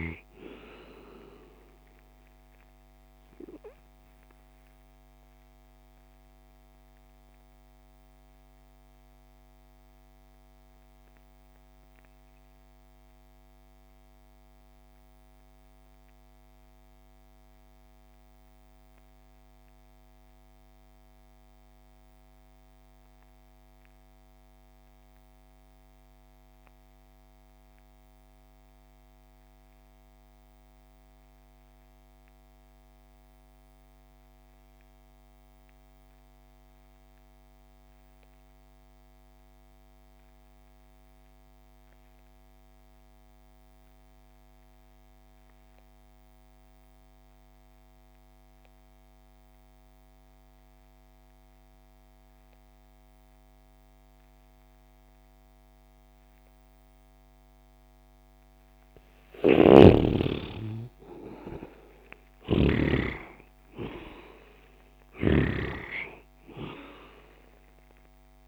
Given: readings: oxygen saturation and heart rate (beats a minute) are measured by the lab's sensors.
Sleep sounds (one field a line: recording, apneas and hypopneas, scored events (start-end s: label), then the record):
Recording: breathing in sleep by a microphone on the trachea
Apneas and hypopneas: 1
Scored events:
0.00-17.50 s: oxygen desaturation (device-marked, oxygen 74% lowest)
3.00-58.00 s: mixed apnea (oxygen 97% before, 68% lowest)
36.50-68.47 s: oxygen desaturation (device-marked, oxygen 97% before, 68% lowest)
59.00-62.50 s: snoring (device-marked)
60.00-62.50 s: arousal
64.50-68.47 s: snoring (device-marked)
From the record:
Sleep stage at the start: REM sleep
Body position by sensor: on the left side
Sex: male